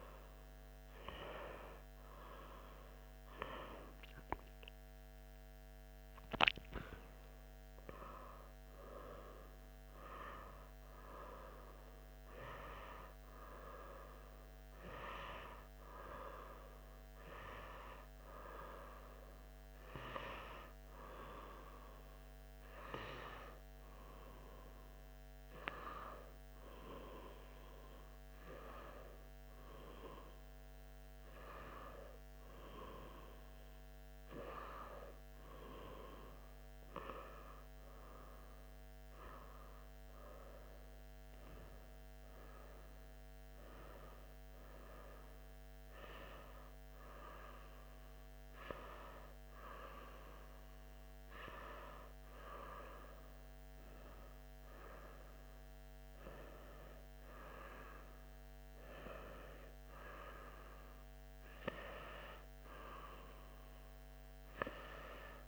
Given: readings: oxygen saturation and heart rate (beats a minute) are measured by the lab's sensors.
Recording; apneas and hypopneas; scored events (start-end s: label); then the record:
a person partly awake in a sleep study, by a microphone on the trachea; none
3.00-65.48 s: new sleep stage, N1 (lightest sleep)
From the record:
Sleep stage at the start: awake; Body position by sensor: on the right side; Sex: male